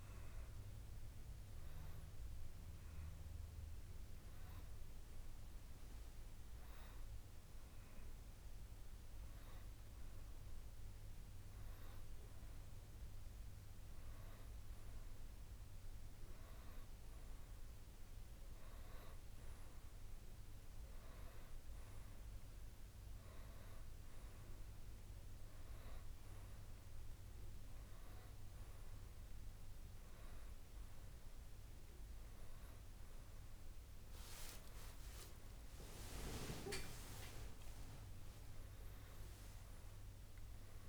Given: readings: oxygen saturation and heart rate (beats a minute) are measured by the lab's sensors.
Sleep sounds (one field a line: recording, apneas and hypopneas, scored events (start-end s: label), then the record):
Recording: breathing in sleep, hard to hear, by a room microphone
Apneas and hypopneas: none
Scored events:
24.00-40.89 s: oxygen desaturation (device-marked, oxygen 96% before, 91% lowest, heart rate 68 before, 65 extreme)
37.50-40.89 s: arousal
From the record:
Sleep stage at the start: N1 (lightest sleep)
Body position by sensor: on the right side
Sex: male